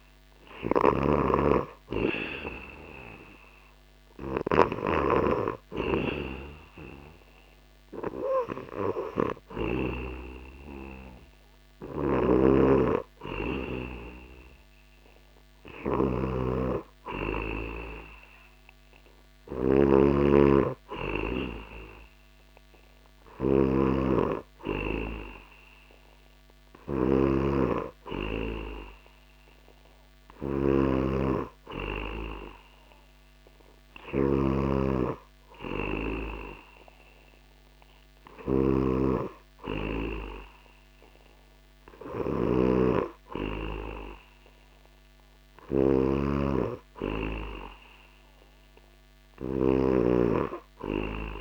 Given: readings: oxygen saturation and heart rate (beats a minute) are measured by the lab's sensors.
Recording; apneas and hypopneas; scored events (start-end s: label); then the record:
breathing in sleep by a microphone on the trachea; none
0.00-9.00 s: snoring (device-marked)
11.00-51.41 s: snoring (device-marked)
From the record:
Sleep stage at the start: N2 (light sleep); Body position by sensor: on the back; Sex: male